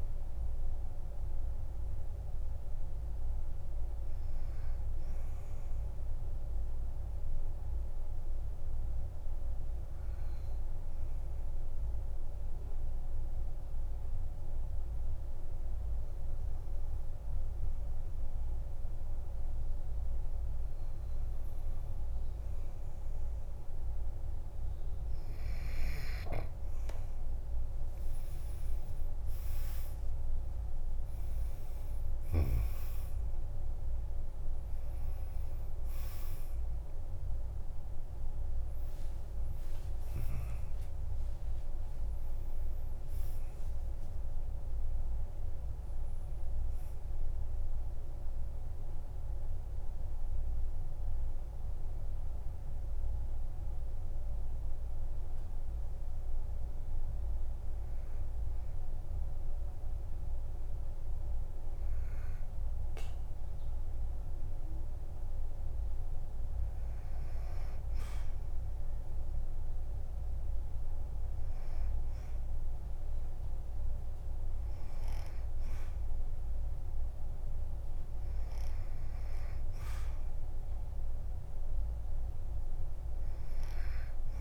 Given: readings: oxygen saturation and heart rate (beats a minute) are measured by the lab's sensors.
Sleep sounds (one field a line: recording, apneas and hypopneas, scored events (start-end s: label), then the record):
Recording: breathing in sleep, hard to hear, by a room microphone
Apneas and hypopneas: 2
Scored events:
0.00-14.50 s: oxygen desaturation (device-marked, oxygen 93% lowest, heart rate 46 extreme)
6.50-24.00 s: obstructive apnea (oxygen 99% before, 93% lowest, heart rate 55 before, 47 extreme, up 13 after)
26.50-29.50 s: arousal
30.50-61.50 s: oxygen desaturation (device-marked, oxygen 98% before, 93% lowest, heart rate 49 before, 48 extreme)
39.00-43.00 s: arousal
51.00-65.50 s: hypopnea (oxygen 98% before, 93% lowest, heart rate 60 before, 48 extreme, up 3 after)
67.00-70.50 s: arousal
From the record:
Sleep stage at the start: N2 (light sleep)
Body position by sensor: on the back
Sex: male